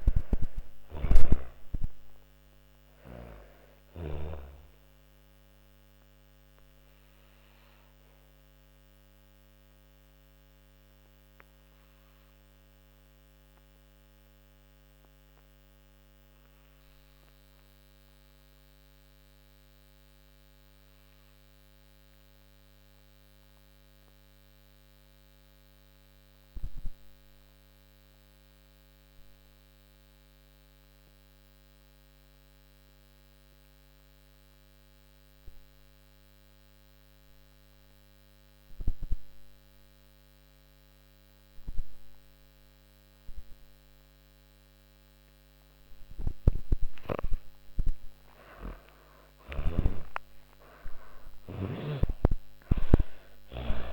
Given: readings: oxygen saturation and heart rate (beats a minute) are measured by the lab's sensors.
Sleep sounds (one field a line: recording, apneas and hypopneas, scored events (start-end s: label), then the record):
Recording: breathing in sleep by a microphone on the trachea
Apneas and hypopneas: 1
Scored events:
0.00-3.00 s: snoring (device-marked)
0.00-20.00 s: oxygen desaturation (device-marked, oxygen 84% lowest)
4.00-45.00 s: obstructive apnea (oxygen 97% before, 79% lowest)
37.00-53.93 s: oxygen desaturation (device-marked, oxygen 99% before, 79% lowest)
46.50-52.50 s: arousal
48.00-53.93 s: snoring (device-marked)
From the record:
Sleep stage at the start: N2 (light sleep)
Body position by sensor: on the back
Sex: female